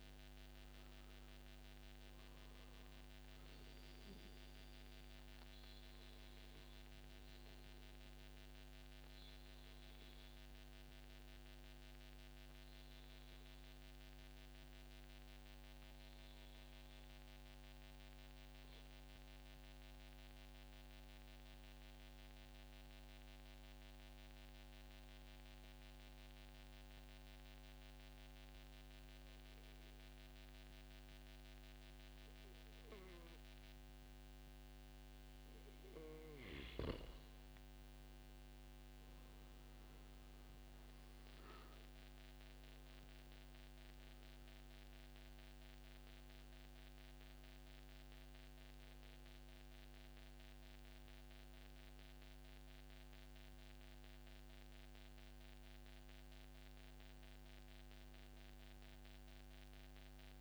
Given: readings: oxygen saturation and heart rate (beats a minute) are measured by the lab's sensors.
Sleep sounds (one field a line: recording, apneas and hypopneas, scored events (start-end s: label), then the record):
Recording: breathing in sleep, hard to hear, by a microphone on the trachea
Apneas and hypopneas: 1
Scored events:
0.00-14.50 s: oxygen desaturation (device-marked, oxygen 92% lowest, heart rate 134 extreme)
6.50-35.00 s: obstructive apnea (oxygen 96% before, 92% lowest, heart rate 144 before, 106 extreme, up 0 after)
37.50-39.50 s: long interval between heartbeats (device-marked, heart rate 145 before, 124 extreme)
38.00-42.50 s: arousal
39.50-56.50 s: oxygen desaturation (device-marked, oxygen 97% before, 92% lowest, heart rate 143 before, 117 extreme)
From the record:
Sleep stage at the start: N2 (light sleep)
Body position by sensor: on the back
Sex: male